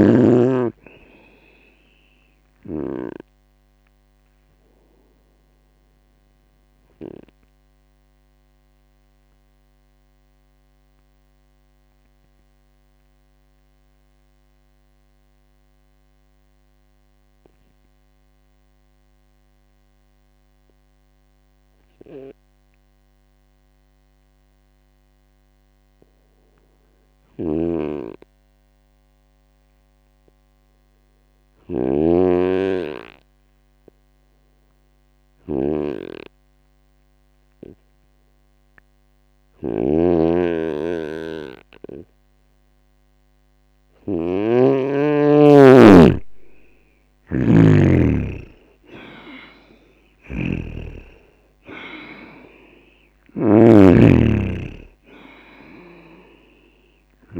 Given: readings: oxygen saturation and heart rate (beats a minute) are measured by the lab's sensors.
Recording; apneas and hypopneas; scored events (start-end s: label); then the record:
breathing in sleep by a microphone on the trachea; 1
0.00-3.00 s: snoring (device-marked)
6.00-42.00 s: obstructive apnea (oxygen 98% before, 92% lowest, heart rate 69 before, 60 extreme, up 9 after)
18.00-26.00 s: oxygen desaturation (device-marked, oxygen 96% before, 92% lowest, heart rate 70 before, 64 extreme)
27.00-57.40 s: snoring (device-marked)
46.50-50.00 s: arousal
From the record:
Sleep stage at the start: N2 (light sleep); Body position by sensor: on the right side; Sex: male